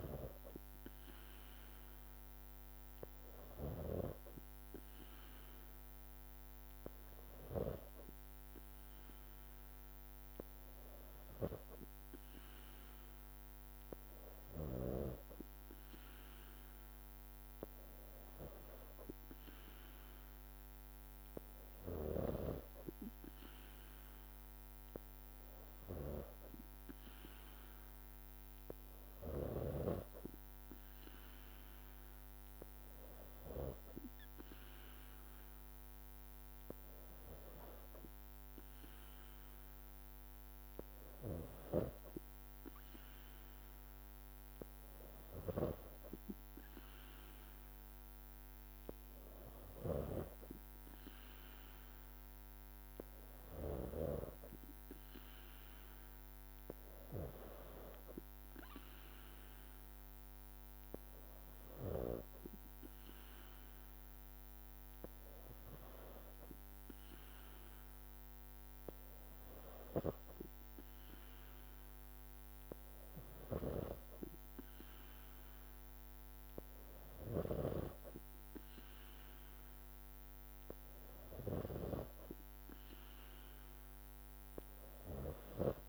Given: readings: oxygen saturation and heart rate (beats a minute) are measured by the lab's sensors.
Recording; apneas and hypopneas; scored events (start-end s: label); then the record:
breathing in sleep by a microphone on the trachea; none
35.00-37.00 s: long interval between heartbeats (device-marked, heart rate 58 before, 65 extreme)
From the record:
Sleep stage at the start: N3 (deep sleep); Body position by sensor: on the back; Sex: female